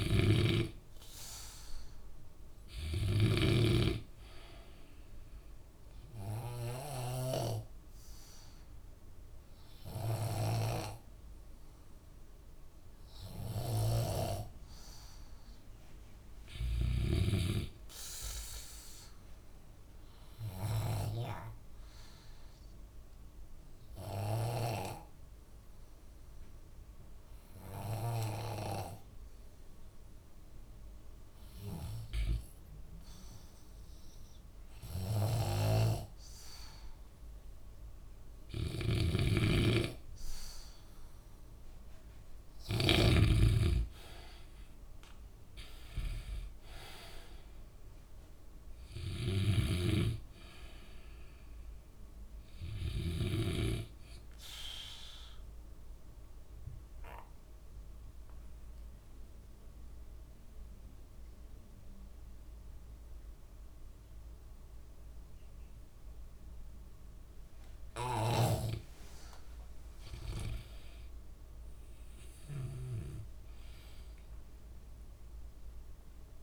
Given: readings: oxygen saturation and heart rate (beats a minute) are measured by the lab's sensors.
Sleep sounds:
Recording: breathing in sleep by a room microphone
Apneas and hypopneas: 2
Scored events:
0.00-4.00 s: snoring (device-marked)
0.00-14.00 s: oxygen desaturation (device-marked, oxygen 92% lowest, heart rate 59 extreme)
19.50-32.50 s: obstructive apnea (oxygen 96% before, 91% lowest, heart rate 63 before, 61 extreme, up 8 after)
23.00-36.00 s: oxygen desaturation (device-marked, oxygen 94% before, 91% lowest, heart rate 65 before, 61 extreme)
35.50-43.50 s: snoring (device-marked)
45.50-49.00 s: arousal
49.50-53.50 s: snoring (device-marked)
55.00-69.50 s: obstructive apnea (oxygen 95% before, 91% lowest, heart rate 68 before, 61 extreme, up 9 after)
68.50-73.00 s: snoring (device-marked)
71.00-75.00 s: arousal
From the record:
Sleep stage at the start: N2 (light sleep)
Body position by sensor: on the back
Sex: male

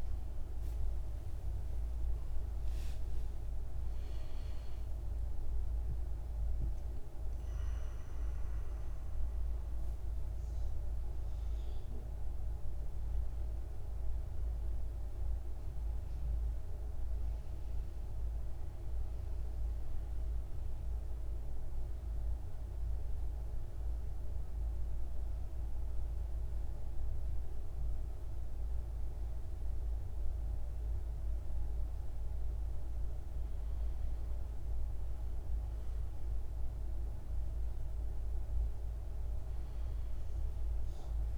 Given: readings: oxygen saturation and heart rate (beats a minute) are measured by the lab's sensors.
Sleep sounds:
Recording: a person partly awake in a sleep study, hard to hear, by a room microphone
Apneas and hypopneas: 1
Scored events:
17.00-41.38 s: new sleep stage, N1 (lightest sleep)
20.00-33.00 s: central apnea (oxygen 98% before, 93% lowest, heart rate 70 before, 59 extreme, up 2 after)
35.00-38.50 s: arousal
40.00-41.38 s: oxygen desaturation (device-marked, oxygen 97% before, 93% lowest, heart rate 60 before, 62 extreme)
From the record:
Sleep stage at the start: awake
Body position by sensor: on the back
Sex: male

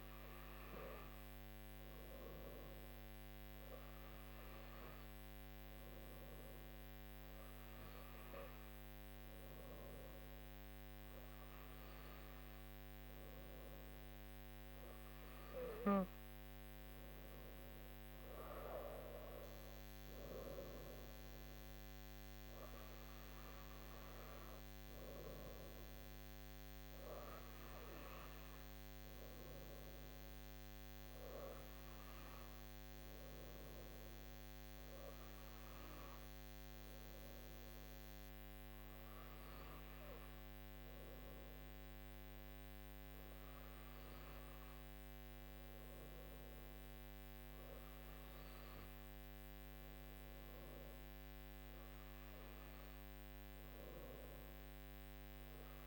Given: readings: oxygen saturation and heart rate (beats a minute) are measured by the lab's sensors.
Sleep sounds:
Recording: breathing in sleep, hard to hear, by a microphone on the trachea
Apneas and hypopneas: none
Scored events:
none scored
From the record:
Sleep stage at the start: N2 (light sleep)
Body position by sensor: on the right side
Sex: female

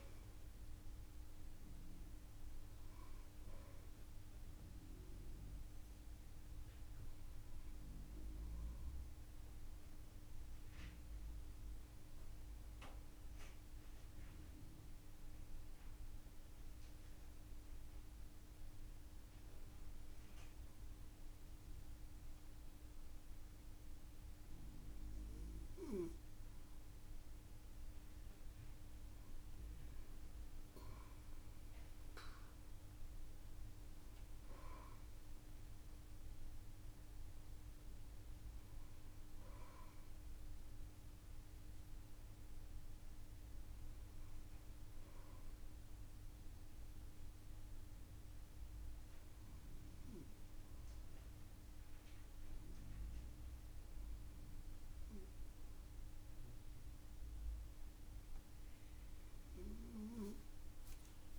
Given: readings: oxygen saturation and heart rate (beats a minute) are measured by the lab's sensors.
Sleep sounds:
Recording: breathing in sleep, hard to hear, by a room microphone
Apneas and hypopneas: 1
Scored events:
5.50-9.00 s: arousal
13.00-27.50 s: mixed apnea (oxygen 96% before, 93% lowest)
29.50-32.50 s: arousal
From the record:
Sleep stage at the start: N2 (light sleep)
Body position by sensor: on the right side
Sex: female

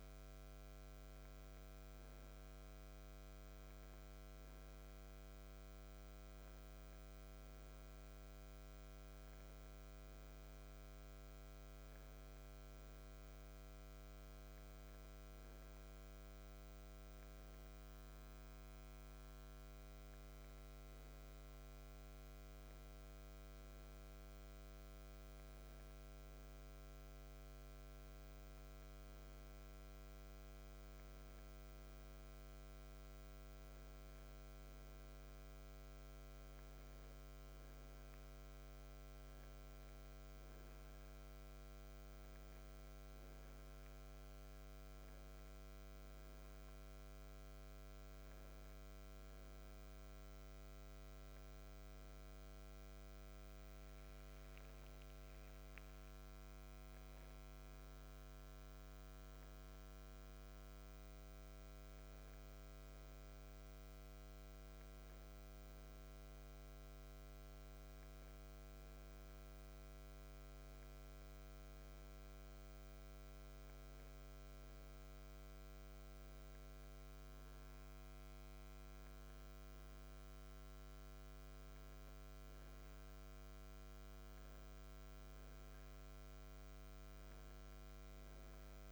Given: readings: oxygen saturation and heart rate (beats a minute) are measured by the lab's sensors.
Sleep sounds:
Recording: a person partly awake in a sleep study, hard to hear, by a microphone on the trachea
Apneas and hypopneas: none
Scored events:
30.00-88.92 s: new sleep stage, N2 (light sleep)
From the record:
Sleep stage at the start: awake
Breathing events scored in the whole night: 47 in 4.1 hours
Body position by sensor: on the back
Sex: male

